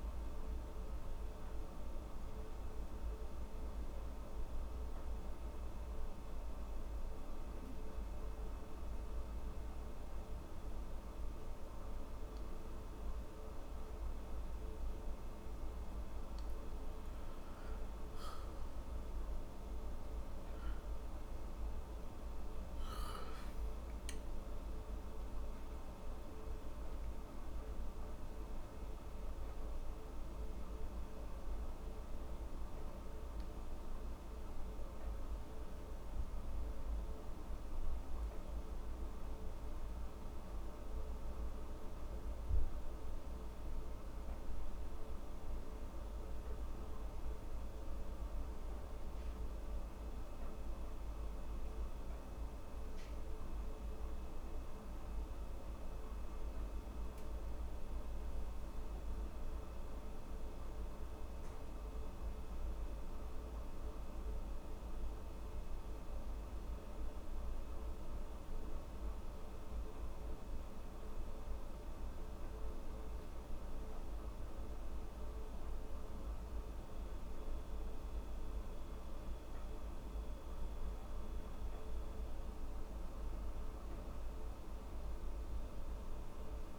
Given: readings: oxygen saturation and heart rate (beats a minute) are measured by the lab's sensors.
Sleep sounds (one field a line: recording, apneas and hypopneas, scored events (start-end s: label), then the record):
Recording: breathing in sleep, hard to hear, by a room microphone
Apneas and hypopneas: none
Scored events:
18.00-22.00 s: arousal
From the record:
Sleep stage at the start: N2 (light sleep)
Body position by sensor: on the back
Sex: female